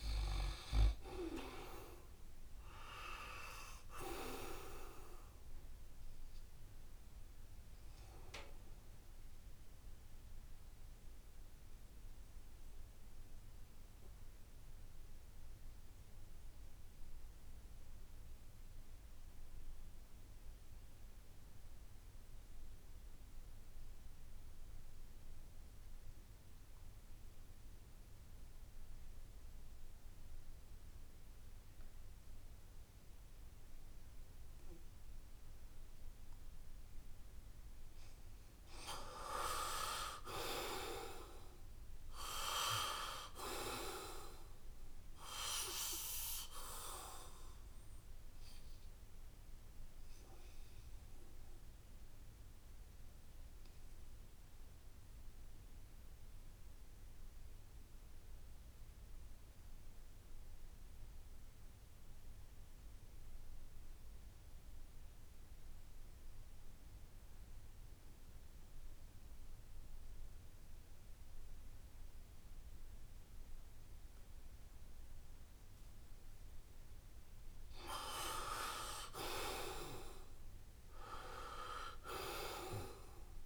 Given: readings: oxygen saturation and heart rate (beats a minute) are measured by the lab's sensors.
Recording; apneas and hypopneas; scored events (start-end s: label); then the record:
breathing in sleep by a room microphone; 2
0.00-21.50 s: oxygen desaturation (device-marked, oxygen 81% lowest, heart rate 68 extreme)
10.00-36.50 s: obstructive apnea (oxygen 94% before, 80% lowest, heart rate 72 before, 69 extreme, up 5 after)
32.50-63.50 s: oxygen desaturation (device-marked, oxygen 95% before, 80% lowest, heart rate 70 before, 66 extreme)
40.00-43.50 s: arousal
49.50-74.50 s: obstructive apnea (oxygen 95% before, 80% lowest, heart rate 72 before, 65 extreme, up 8 after)
55.00-57.00 s: long interval between heartbeats (device-marked, heart rate 72 before, 69 extreme)
74.50-78.00 s: arousal
75.50-83.46 s: oxygen desaturation (device-marked, oxygen 96% before, 82% lowest, heart rate 69 before, 65 extreme)
From the record:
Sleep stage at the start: N2 (light sleep); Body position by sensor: on the back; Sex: male